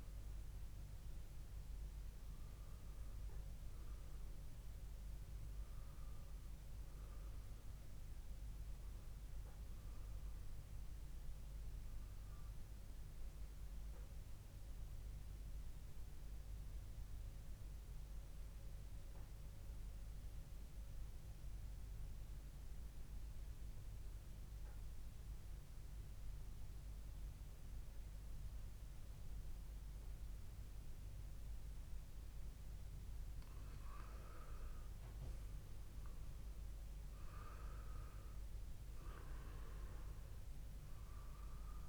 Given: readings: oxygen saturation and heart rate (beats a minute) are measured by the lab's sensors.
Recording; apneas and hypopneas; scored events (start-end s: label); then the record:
breathing in sleep, hard to hear, by a room microphone; 1
12.00-33.00 s: central apnea (oxygen 99% before, 93% lowest, heart rate 62 before, 58 extreme, up 0 after)
33.50-41.89 s: oxygen desaturation (device-marked, oxygen 98% before, 93% lowest, heart rate 65 before, 58 extreme)
34.50-38.00 s: arousal
From the record:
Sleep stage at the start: N2 (light sleep); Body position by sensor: on the back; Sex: male